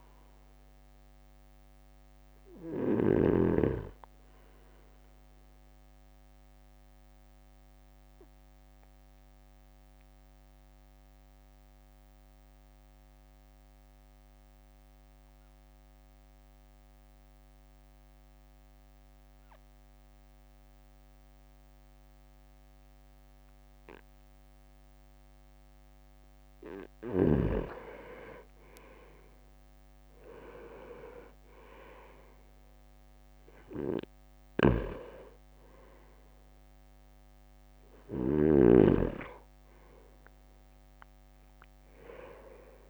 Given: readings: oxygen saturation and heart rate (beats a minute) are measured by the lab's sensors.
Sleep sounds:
breathing in sleep by a microphone on the trachea; 1
0.00-1.00 s: drop in pulse transit time (device-marked, heart rate 53 extreme)
0.00-3.50 s: snoring (device-marked)
5.50-26.00 s: obstructive apnea (oxygen 99% before, 96% lowest, heart rate 55 before, 53 extreme, up 6 after)
32.00-33.00 s: leg movement (device-marked)
34.50-38.50 s: snoring (device-marked)
36.00-38.00 s: drop in pulse transit time (device-marked, heart rate 55 before, 56 extreme)
41.00-42.90 s: arousal
41.00-42.90 s: drop in pulse transit time (device-marked, heart rate 55 before, 55 extreme)
From the record:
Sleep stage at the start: N2 (light sleep); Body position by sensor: on the right side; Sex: male

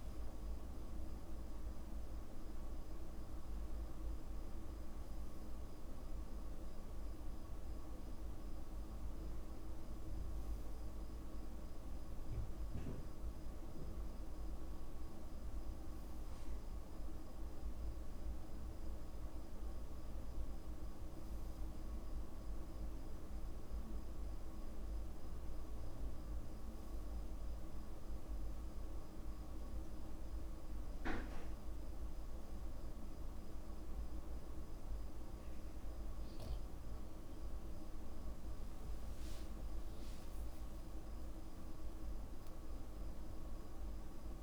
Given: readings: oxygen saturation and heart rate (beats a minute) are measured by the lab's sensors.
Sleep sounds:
a person partly awake in a sleep study, hard to hear, by a room microphone; none
5.00-7.00 s: long interval between heartbeats (device-marked, heart rate 51 before, 55 extreme)
25.50-44.43 s: new sleep stage, awake
32.50-34.50 s: long interval between heartbeats (device-marked, heart rate 57 before, 59 extreme)
40.00-42.00 s: long interval between heartbeats (device-marked, heart rate 54 before, 32 extreme)
From the record:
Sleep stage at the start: N2 (light sleep); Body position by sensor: on the back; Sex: male

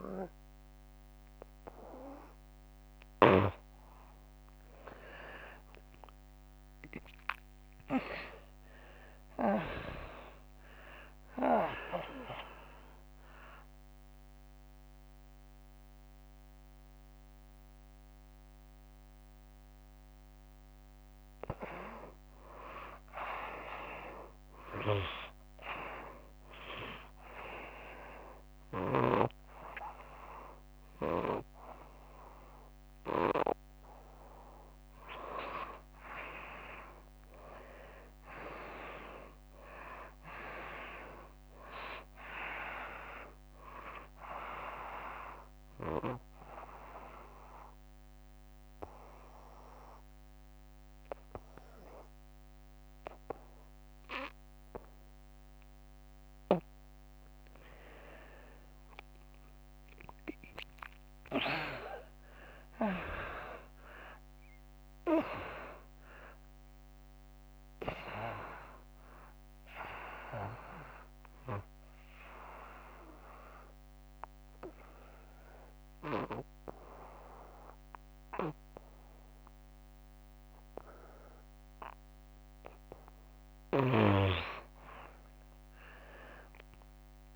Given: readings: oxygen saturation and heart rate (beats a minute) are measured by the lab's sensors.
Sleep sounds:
breathing in sleep by a microphone on the trachea; 4
0.00-4.00 s: oxygen desaturation (device-marked, oxygen 89% lowest, heart rate 82 extreme)
3.50-7.50 s: arousal
11.50-21.50 s: central apnea (oxygen 94% before, 87% lowest, heart rate 91 before, 84 extreme)
14.00-19.00 s: oxygen desaturation (device-marked, oxygen 94% before, 87% lowest, heart rate 92 before, 84 extreme)
22.50-24.50 s: arousal
27.00-37.00 s: obstructive apnea (oxygen 97% before, 87% lowest, heart rate 92 before, 68 extreme, up 11 after)
30.00-35.00 s: oxygen desaturation (device-marked, oxygen 97% before, 93% lowest, heart rate 93 before, 72 extreme)
38.50-41.50 s: arousal
42.00-53.00 s: oxygen desaturation (device-marked, oxygen 94% before, 89% lowest, heart rate 86 before, 68 extreme)
44.00-55.00 s: obstructive apnea (oxygen 97% before, 87% lowest, heart rate 86 before, 68 extreme)
59.00-83.00 s: oxygen desaturation (device-marked, oxygen 95% before, 87% lowest, heart rate 88 before, 71 extreme)
59.50-63.50 s: arousal
69.00-83.00 s: obstructive apnea (oxygen 95% before, 87% lowest, heart rate 84 before, 71 extreme, up 16 after)
76.00-87.35 s: new sleep stage, N1 (lightest sleep)
85.00-87.35 s: oxygen desaturation (device-marked, oxygen 99% before, 88% lowest, heart rate 88 before, 74 extreme)
From the record:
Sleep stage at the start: N2 (light sleep); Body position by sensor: on the right side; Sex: female

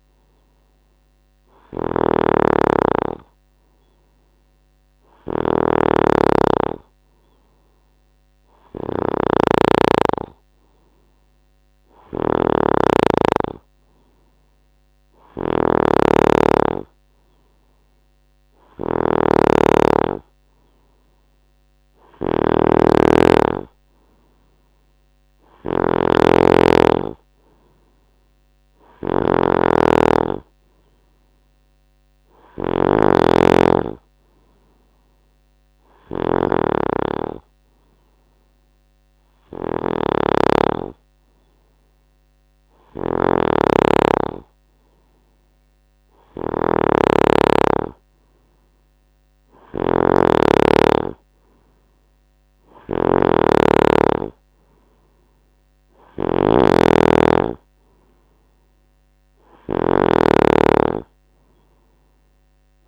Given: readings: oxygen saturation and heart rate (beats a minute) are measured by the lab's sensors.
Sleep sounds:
breathing in sleep by a microphone on the trachea; none
0.00-62.88 s: snoring (device-marked)
From the record:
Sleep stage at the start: N2 (light sleep); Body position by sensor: on the right side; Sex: male

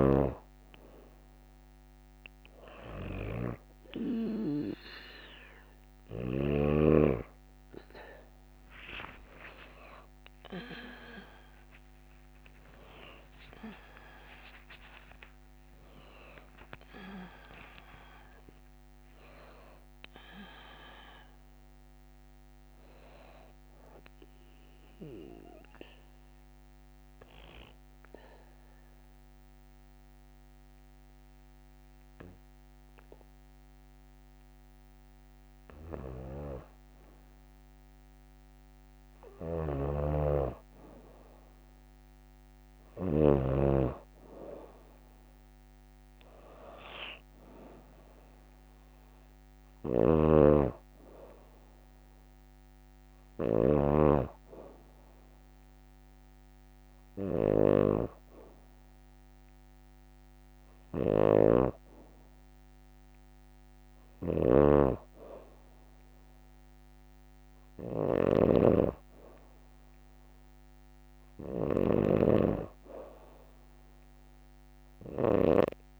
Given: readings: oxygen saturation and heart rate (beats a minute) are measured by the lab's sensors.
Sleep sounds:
breathing in sleep by a microphone on the trachea; 1
4.50-29.50 s: oxygen desaturation (device-marked, oxygen 98% before, 93% lowest, heart rate 58 before, 114 extreme)
6.50-76.00 s: tachycardia (device-marked)
10.50-15.00 s: arousal
25.00-37.00 s: obstructive apnea (oxygen 98% before, 92% lowest, heart rate 158 before, 114 extreme)
38.50-42.50 s: snoring (device-marked)
39.00-41.50 s: arousal
47.50-59.50 s: oxygen desaturation (device-marked, oxygen 97% before, 93% lowest, heart rate 180 before, 113 extreme)
49.00-71.50 s: snoring (device-marked)
From the record:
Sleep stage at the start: N2 (light sleep); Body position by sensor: on the back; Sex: female

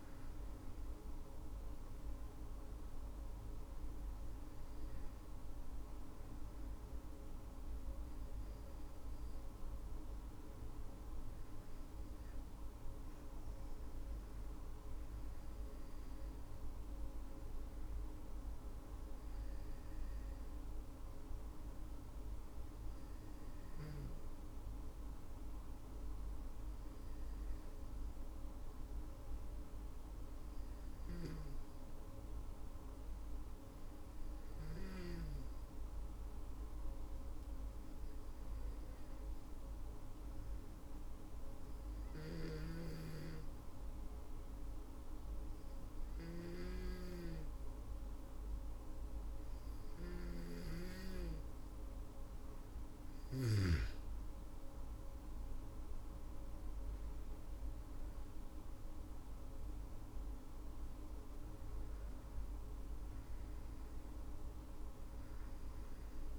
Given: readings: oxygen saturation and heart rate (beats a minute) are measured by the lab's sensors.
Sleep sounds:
breathing in sleep, hard to hear, by a room microphone; 1
0.00-1.00 s: arousal
36.00-51.00 s: hypopnea (oxygen 98% before, 95% lowest, heart rate 58 before, 52 extreme, up 19 after)
53.00-57.00 s: arousal
From the record:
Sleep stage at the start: N2 (light sleep); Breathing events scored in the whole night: 100 in 5.5 hours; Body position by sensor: on the back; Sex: female

